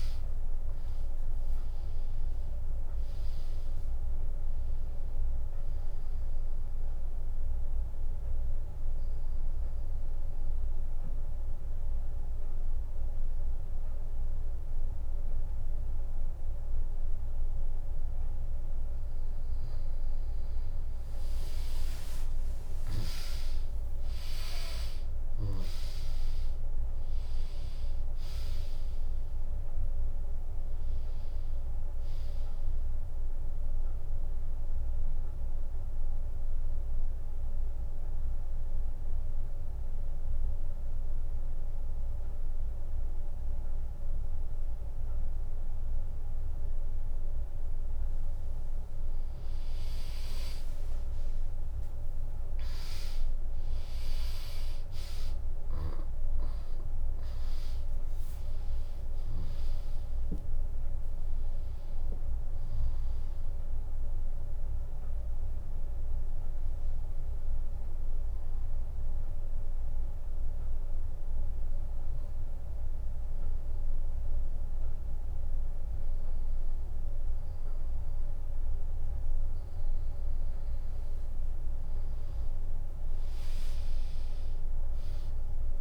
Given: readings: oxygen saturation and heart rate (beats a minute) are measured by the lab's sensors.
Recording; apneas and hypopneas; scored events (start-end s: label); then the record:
breathing in sleep, hard to hear, by a room microphone; 3
2.50-16.50 s: drop in pulse transit time (device-marked, heart rate 70 before, 64 extreme)
7.00-19.00 s: obstructive apnea (oxygen 99% before, 96% lowest, heart rate 66 before, 60 extreme)
21.50-26.50 s: arousal
29.50-43.50 s: drop in pulse transit time (device-marked, heart rate 74 before, 80 extreme)
32.50-46.50 s: mixed apnea (oxygen 99% before, 96% lowest, heart rate 74 before, 63 extreme)
50.50-55.50 s: arousal
56.50-73.50 s: drop in pulse transit time (device-marked, heart rate 76 before, 79 extreme)
65.50-78.00 s: obstructive apnea (oxygen 99% before, 96% lowest, heart rate 77 before, 59 extreme)
84.00-85.81 s: arousal
From the record:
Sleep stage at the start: N2 (light sleep); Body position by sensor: on the back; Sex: female